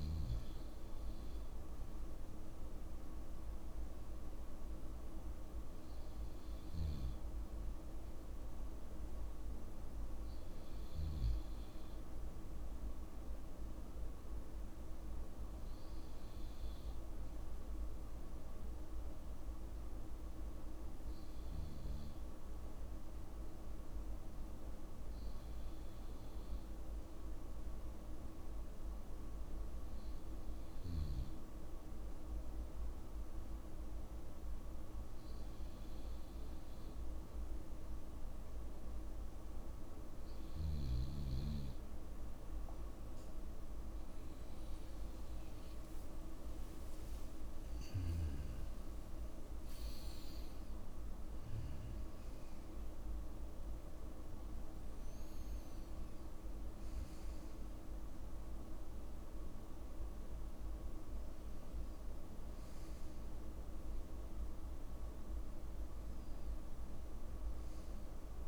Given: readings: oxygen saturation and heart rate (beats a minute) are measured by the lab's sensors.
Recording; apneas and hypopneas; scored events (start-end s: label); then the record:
breathing in sleep, hard to hear, by a room microphone; 1
2.50-68.48 s: new sleep stage, REM sleep
17.50-37.00 s: hypopnea (oxygen 97% before, 91% lowest, heart rate 55 before, 54 extreme, up 7 after)
45.50-50.50 s: arousal
46.50-48.50 s: long interval between heartbeats (device-marked, heart rate 57 before, 76 extreme)
From the record:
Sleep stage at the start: N2 (light sleep); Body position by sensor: on the back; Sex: male